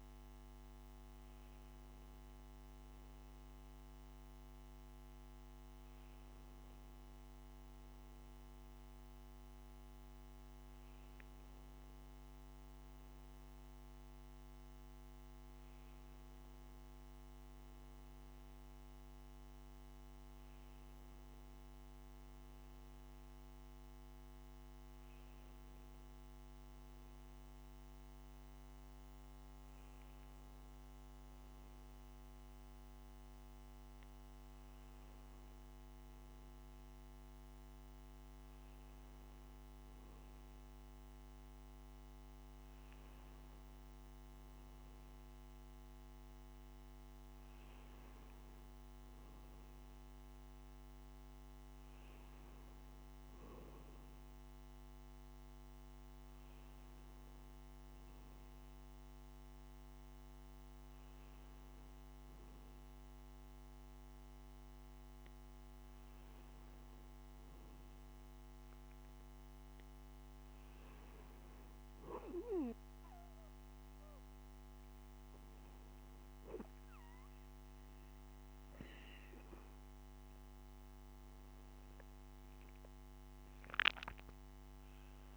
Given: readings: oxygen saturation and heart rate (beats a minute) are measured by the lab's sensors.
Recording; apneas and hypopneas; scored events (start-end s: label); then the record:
breathing in sleep, hard to hear, by a microphone on the trachea; none
28.50-85.37 s: new sleep stage, N2 (light sleep)
From the record:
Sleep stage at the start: N1 (lightest sleep); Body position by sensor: on the right side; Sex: male